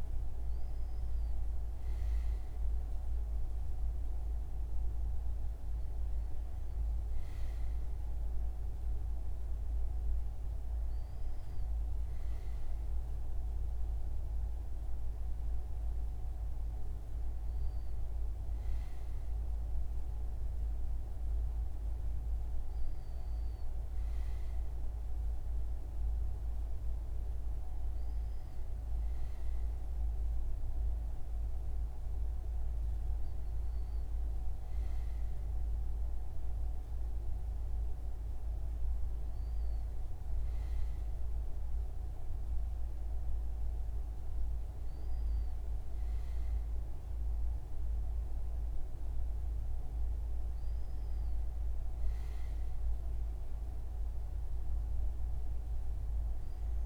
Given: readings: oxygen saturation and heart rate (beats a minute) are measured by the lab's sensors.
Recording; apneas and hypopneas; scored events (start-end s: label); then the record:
breathing in sleep, hard to hear, by a room microphone; none
none scored
From the record:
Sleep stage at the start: N2 (light sleep); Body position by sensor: on the front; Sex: male